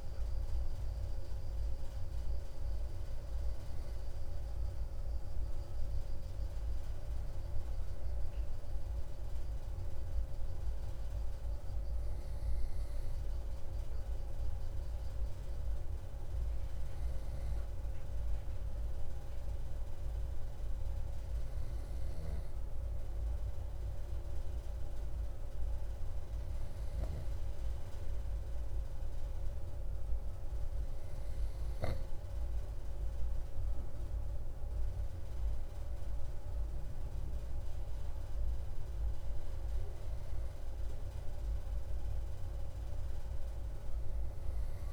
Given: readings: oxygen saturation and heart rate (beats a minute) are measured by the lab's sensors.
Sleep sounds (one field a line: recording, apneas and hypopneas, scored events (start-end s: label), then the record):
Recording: breathing in sleep, hard to hear, by a room microphone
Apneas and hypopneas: none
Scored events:
none scored
From the record:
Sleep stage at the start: N2 (light sleep)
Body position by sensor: on the right side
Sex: male